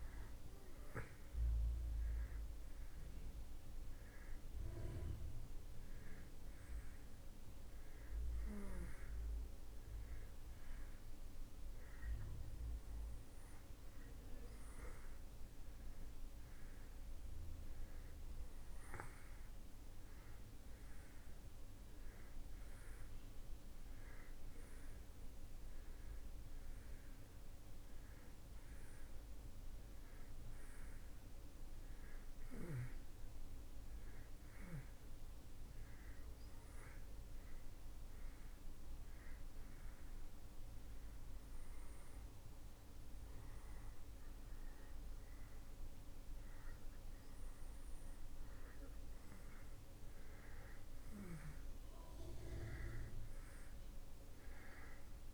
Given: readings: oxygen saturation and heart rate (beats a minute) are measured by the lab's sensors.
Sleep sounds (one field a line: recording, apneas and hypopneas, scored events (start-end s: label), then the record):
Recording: breathing in sleep, hard to hear, by a room microphone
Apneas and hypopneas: 1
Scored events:
38.00-51.00 s: hypopnea (oxygen 90% before, 85% lowest)
54.00-55.34 s: arousal
From the record:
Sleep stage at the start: N2 (light sleep)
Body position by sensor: on the back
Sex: male